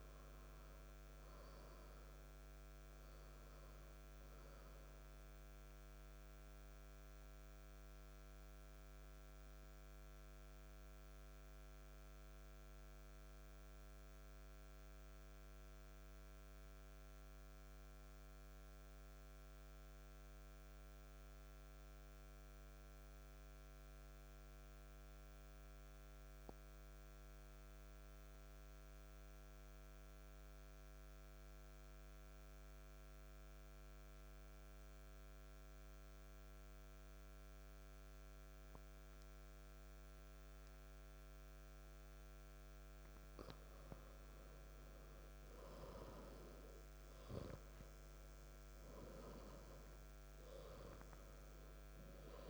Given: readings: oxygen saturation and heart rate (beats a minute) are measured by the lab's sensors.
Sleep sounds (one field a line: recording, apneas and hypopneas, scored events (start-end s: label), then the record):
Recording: breathing in sleep, hard to hear, by a microphone on the trachea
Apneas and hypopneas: 1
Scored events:
0.00-11.00 s: oxygen desaturation (device-marked, oxygen 91% lowest, heart rate 58 extreme)
6.50-42.50 s: mixed apnea (oxygen 95% before, 92% lowest, heart rate 77 before, 58 extreme, up 3 after)
37.00-52.50 s: oxygen desaturation (device-marked, oxygen 97% before, 92% lowest, heart rate 59 before, 59 extreme)
44.00-48.00 s: arousal
From the record:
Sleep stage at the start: N2 (light sleep)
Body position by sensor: on the back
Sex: male